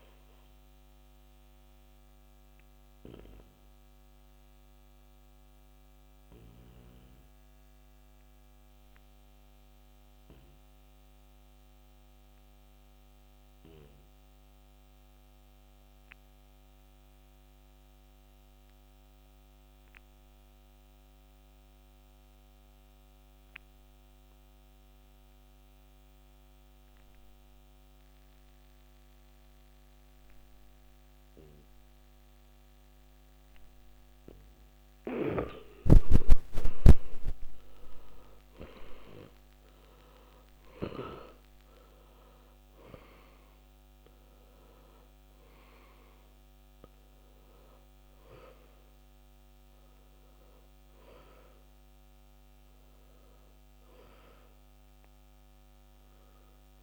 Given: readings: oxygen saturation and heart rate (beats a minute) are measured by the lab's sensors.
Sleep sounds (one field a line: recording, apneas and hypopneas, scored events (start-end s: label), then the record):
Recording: breathing in sleep by a microphone on the trachea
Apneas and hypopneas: 1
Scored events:
3.00-35.00 s: obstructive apnea (oxygen 97% before, 86% lowest, heart rate 56 before, 50 extreme, up 16 after)
36.50-41.50 s: arousal
43.00-48.00 s: oxygen desaturation (device-marked, oxygen 96% before, 93% lowest, heart rate 57 before, 50 extreme)
From the record:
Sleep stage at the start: N2 (light sleep)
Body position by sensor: on the back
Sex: male